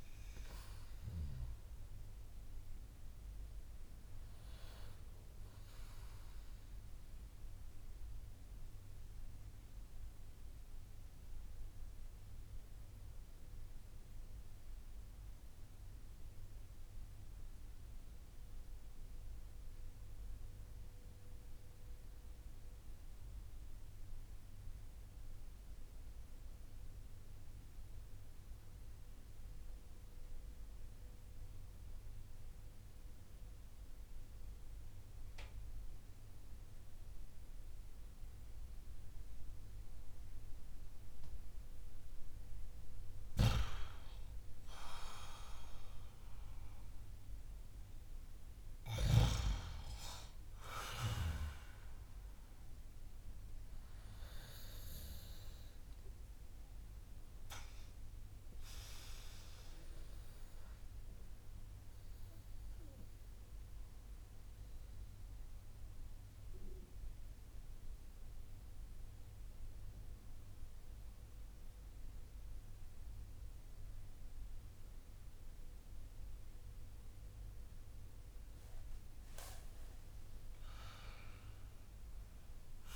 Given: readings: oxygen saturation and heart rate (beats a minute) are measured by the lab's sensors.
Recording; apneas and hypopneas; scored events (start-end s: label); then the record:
breathing in sleep by a room microphone; 2
7.50-40.50 s: mixed apnea (oxygen 97% before, 92% lowest)
34.50-40.50 s: oxygen desaturation (device-marked, oxygen 97% before, 95% lowest)
42.50-46.50 s: arousal
61.50-78.00 s: central apnea (oxygen 97% before, 92% lowest)
79.50-82.50 s: arousal
From the record:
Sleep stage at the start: N2 (light sleep); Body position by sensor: on the back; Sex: male